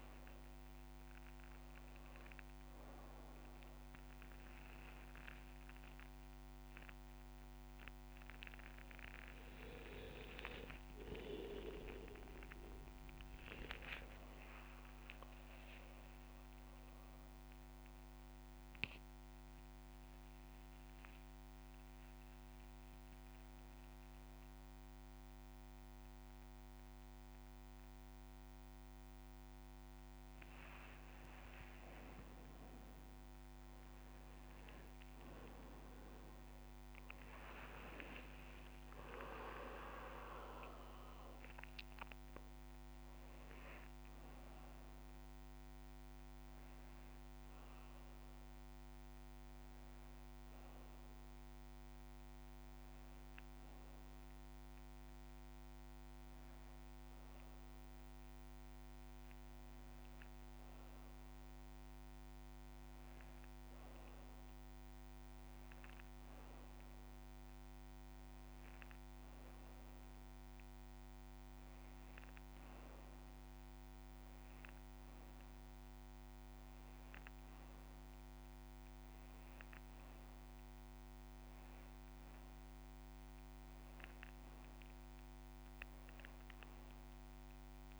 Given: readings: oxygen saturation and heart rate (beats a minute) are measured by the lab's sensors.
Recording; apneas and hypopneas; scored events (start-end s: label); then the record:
breathing in sleep by a microphone on the trachea; 1
1.00-3.50 s: arousal
1.50-3.50 s: long interval between heartbeats (device-marked)
6.00-30.50 s: obstructive apnea (oxygen 98% before, 95% lowest)
23.00-25.00 s: long interval between heartbeats (device-marked)
31.00-36.50 s: arousal
42.00-44.00 s: long interval between heartbeats (device-marked)
48.50-58.50 s: oxygen desaturation (device-marked, oxygen 98% before, 95% lowest)
60.00-62.00 s: long interval between heartbeats (device-marked)
From the record:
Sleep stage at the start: N2 (light sleep); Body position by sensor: upright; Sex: male